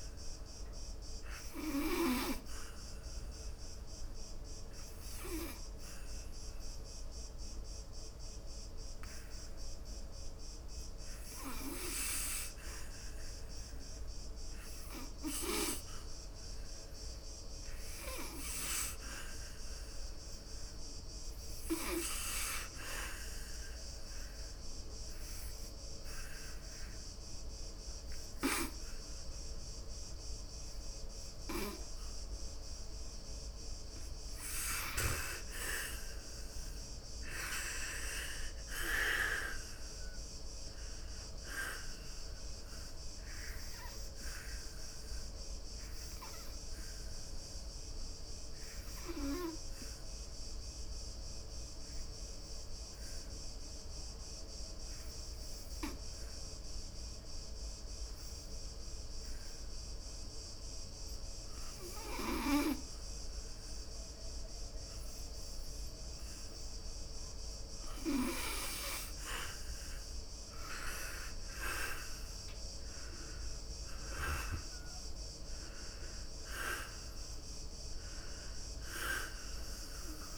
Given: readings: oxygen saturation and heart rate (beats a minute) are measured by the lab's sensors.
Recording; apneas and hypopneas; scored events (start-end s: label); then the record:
breathing in sleep by a room microphone; 3
1.00-12.00 s: obstructive apnea (oxygen 98% before, 89% lowest, heart rate 75 before, 72 extreme, up 1 after)
13.50-18.00 s: arousal
14.50-23.50 s: oxygen desaturation (device-marked, oxygen 96% before, 92% lowest, heart rate 72 before, 72 extreme)
23.00-35.00 s: obstructive apnea (oxygen 99% before, 85% lowest, heart rate 73 before, 75 extreme, up 5 after)
31.50-44.50 s: oxygen desaturation (device-marked, oxygen 95% before, 89% lowest, heart rate 73 before, 68 extreme)
37.00-40.50 s: arousal
43.50-67.50 s: obstructive apnea (oxygen 95% before, 84% lowest, heart rate 75 before, 68 extreme, up 8 after)
62.50-68.50 s: oxygen desaturation (device-marked, oxygen 92% before, 89% lowest, heart rate 77 before, 68 extreme)
70.00-73.50 s: arousal
74.50-80.38 s: oxygen desaturation (device-marked, oxygen 97% before, 84% lowest, heart rate 72 before, 64 extreme)
From the record:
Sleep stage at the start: N2 (light sleep); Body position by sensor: on the back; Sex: male